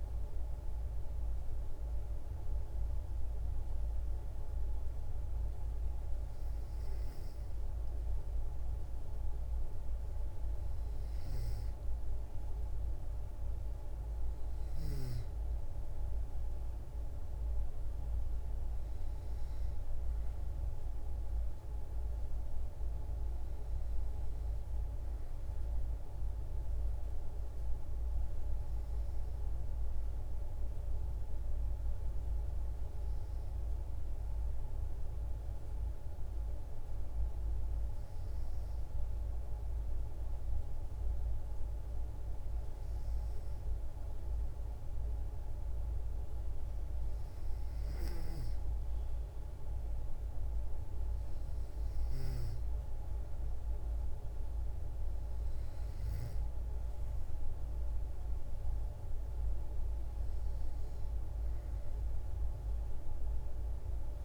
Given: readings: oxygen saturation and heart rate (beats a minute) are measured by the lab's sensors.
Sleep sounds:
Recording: breathing in sleep, hard to hear, by a room microphone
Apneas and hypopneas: none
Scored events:
10.00-34.00 s: oxygen desaturation (device-marked, oxygen 95% before, 92% lowest, heart rate 69 before, 54 extreme)
From the record:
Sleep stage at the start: N2 (light sleep)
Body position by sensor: on the back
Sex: female

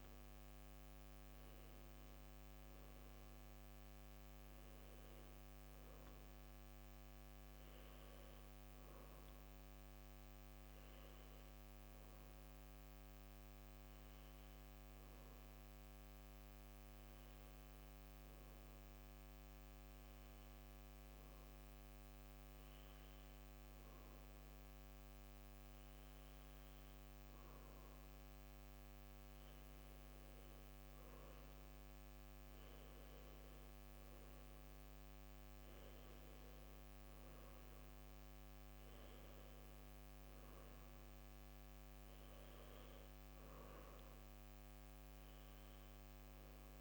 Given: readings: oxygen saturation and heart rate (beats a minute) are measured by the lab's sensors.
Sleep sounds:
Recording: breathing in sleep, hard to hear, by a microphone on the trachea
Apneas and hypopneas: 1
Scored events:
14.50-27.50 s: hypopnea (oxygen 97% before, 94% lowest)
30.50-35.50 s: arousal
From the record:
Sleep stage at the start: N2 (light sleep)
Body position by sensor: on the back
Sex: male

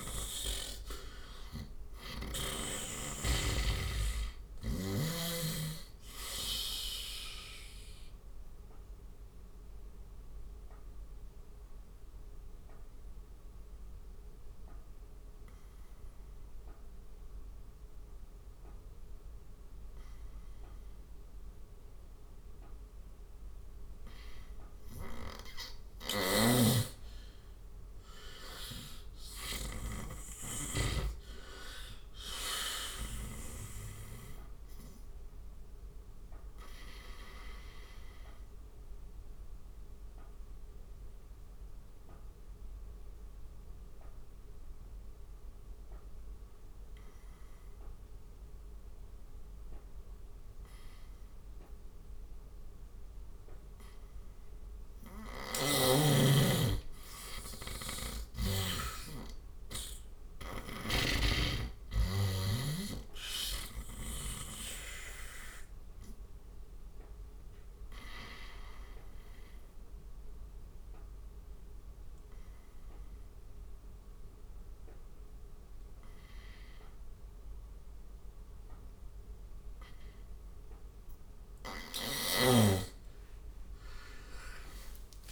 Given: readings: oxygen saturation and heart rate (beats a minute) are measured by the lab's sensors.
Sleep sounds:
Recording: breathing in sleep by a room microphone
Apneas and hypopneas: 3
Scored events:
0.00-2.00 s: snoring (device-marked)
0.00-3.00 s: oxygen desaturation (device-marked, oxygen 85% lowest, heart rate 67 extreme)
0.00-3.50 s: arousal
7.50-24.50 s: obstructive apnea (oxygen 98% before, 86% lowest, heart rate 75 before, 67 extreme, up 11 after)
23.00-31.00 s: oxygen desaturation (device-marked, oxygen 95% before, 88% lowest, heart rate 73 before, 68 extreme)
25.50-33.00 s: snoring (device-marked)
26.50-30.50 s: arousal
35.50-53.50 s: obstructive apnea (oxygen 98% before, 86% lowest, heart rate 72 before, 68 extreme, up 9 after)
47.00-63.00 s: oxygen desaturation (device-marked, oxygen 95% before, 88% lowest, heart rate 73 before, 68 extreme)
55.50-59.50 s: arousal
60.00-64.00 s: snoring (device-marked)
64.50-81.00 s: obstructive apnea (oxygen 96% before, 86% lowest, heart rate 71 before, 69 extreme, up 12 after)
79.00-85.32 s: oxygen desaturation (device-marked, oxygen 92% before, 86% lowest, heart rate 76 before, 69 extreme)
81.50-85.32 s: snoring (device-marked)
83.00-85.32 s: arousal
From the record:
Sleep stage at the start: N2 (light sleep)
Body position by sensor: on the right side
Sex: male

